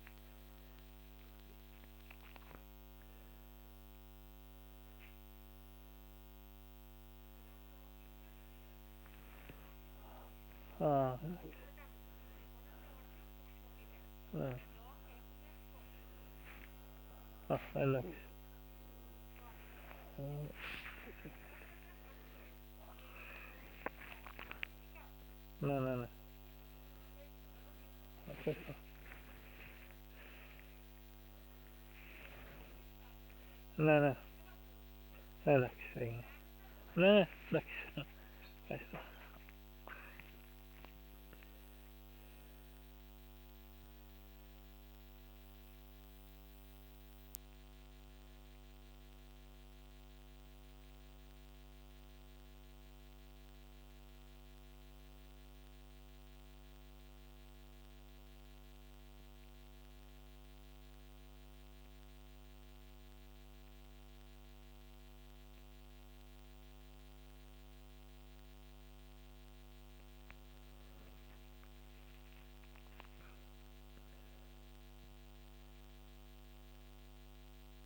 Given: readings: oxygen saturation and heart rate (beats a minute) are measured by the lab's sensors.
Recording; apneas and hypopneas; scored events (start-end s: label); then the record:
a person awake in a sleep study, by a microphone on the trachea; none
47.00-77.86 s: new sleep stage, N2 (light sleep)
71.00-73.00 s: long interval between heartbeats (device-marked, heart rate 67 before, 63 extreme)
From the record:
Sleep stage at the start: awake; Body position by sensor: on the back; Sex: male